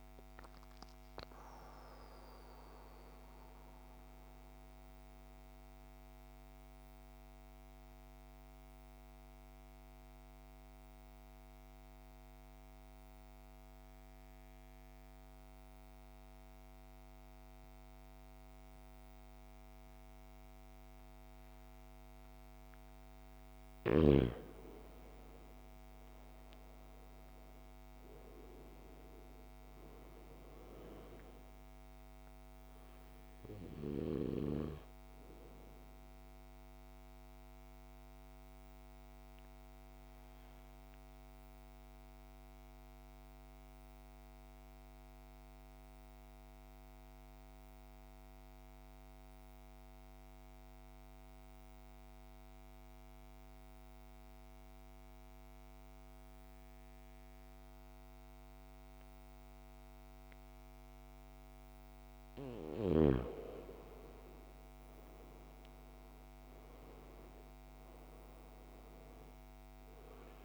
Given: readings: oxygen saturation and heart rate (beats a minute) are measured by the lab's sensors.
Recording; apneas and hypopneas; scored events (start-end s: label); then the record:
breathing in sleep by a microphone on the trachea; 2
0.50-13.50 s: oxygen desaturation (device-marked, oxygen 86% before, 78% lowest, heart rate 77 before, 53 extreme)
0.50-23.00 s: central apnea (oxygen 95% before, 78% lowest, heart rate 77 before, 53 extreme, up 11 after)
24.00-29.50 s: arousal
27.50-50.50 s: oxygen desaturation (device-marked, oxygen 100% before, 85% lowest, heart rate 57 before, 54 extreme)
36.00-61.50 s: mixed apnea (oxygen 100% before, 83% lowest, heart rate 58 before, 53 extreme, up 8 after)
59.50-70.45 s: oxygen desaturation (device-marked, oxygen 99% before, 83% lowest, heart rate 57 before, 53 extreme)
64.50-69.00 s: arousal
From the record:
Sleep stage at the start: N2 (light sleep); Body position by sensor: on the back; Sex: male